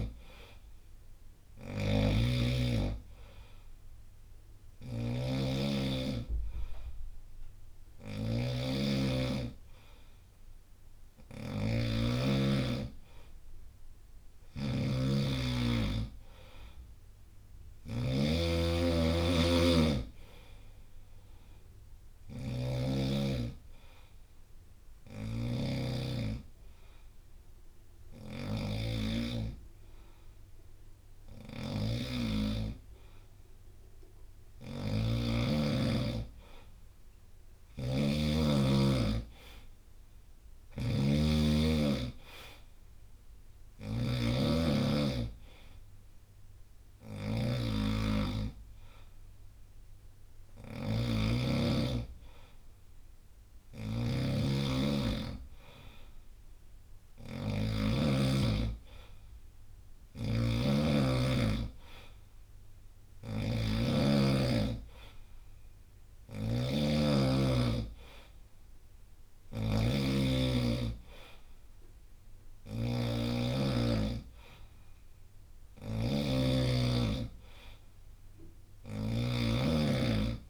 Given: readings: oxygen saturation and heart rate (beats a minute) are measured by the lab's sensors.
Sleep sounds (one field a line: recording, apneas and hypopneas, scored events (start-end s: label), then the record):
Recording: breathing in sleep by a room microphone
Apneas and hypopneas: 1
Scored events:
0.00-15.00 s: oxygen desaturation (device-marked, oxygen 90% lowest, heart rate 63 extreme)
0.00-22.50 s: snoring (device-marked)
17.50-19.50 s: long interval between heartbeats (device-marked, heart rate 69 before, 72 extreme)
20.00-23.00 s: arousal
24.50-80.50 s: snoring (device-marked)
25.00-35.00 s: hypopnea (oxygen 93% before, 90% lowest, heart rate 68 before, 63 extreme, up 4 after)
37.50-41.50 s: arousal
46.00-61.00 s: oxygen desaturation (device-marked, oxygen 93% before, 90% lowest, heart rate 66 before, 67 extreme)
From the record:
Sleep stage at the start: N2 (light sleep)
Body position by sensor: on the right side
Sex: male